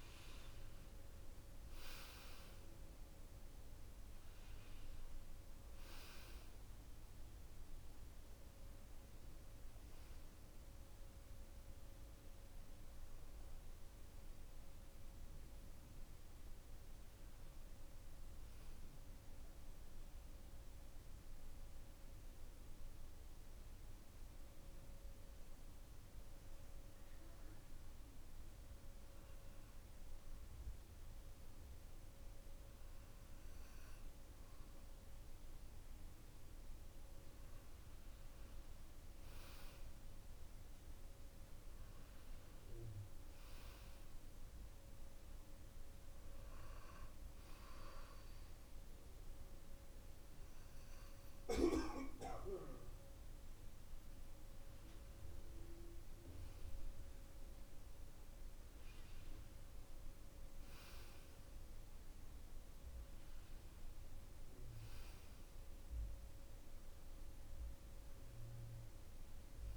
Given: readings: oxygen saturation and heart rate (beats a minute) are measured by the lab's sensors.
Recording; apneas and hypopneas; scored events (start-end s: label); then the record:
breathing in sleep, hard to hear, by a room microphone; 1
0.00-2.50 s: arousal
3.00-22.00 s: oxygen desaturation (device-marked, oxygen 97% before, 92% lowest, heart rate 58 before, 55 extreme)
23.00-37.00 s: hypopnea (oxygen 97% before, 93% lowest, heart rate 60 before, 55 extreme, up 4 after)
41.00-43.50 s: arousal
From the record:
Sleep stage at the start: N2 (light sleep); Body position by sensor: on the back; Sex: male